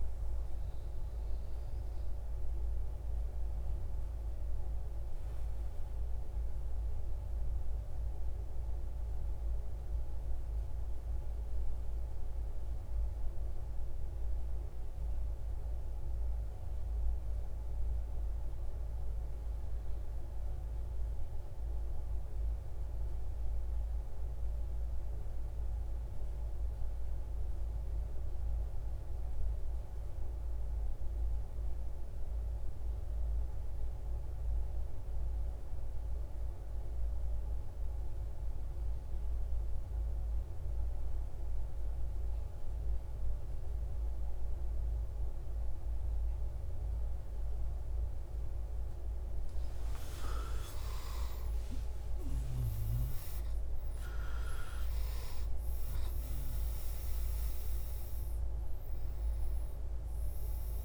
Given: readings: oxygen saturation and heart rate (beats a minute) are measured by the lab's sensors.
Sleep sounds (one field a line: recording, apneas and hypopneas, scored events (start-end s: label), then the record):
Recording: breathing in sleep, hard to hear, by a room microphone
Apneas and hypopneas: 1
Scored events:
0.50-48.00 s: mixed apnea (oxygen 97% before, 87% lowest, heart rate 146 before, 72 extreme, up 45 after)
26.50-60.85 s: oxygen desaturation (device-marked, oxygen 99% before, 87% lowest, heart rate 119 before, 95 extreme)
49.00-56.00 s: arousal
From the record:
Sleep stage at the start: N2 (light sleep)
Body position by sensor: on the right side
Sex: male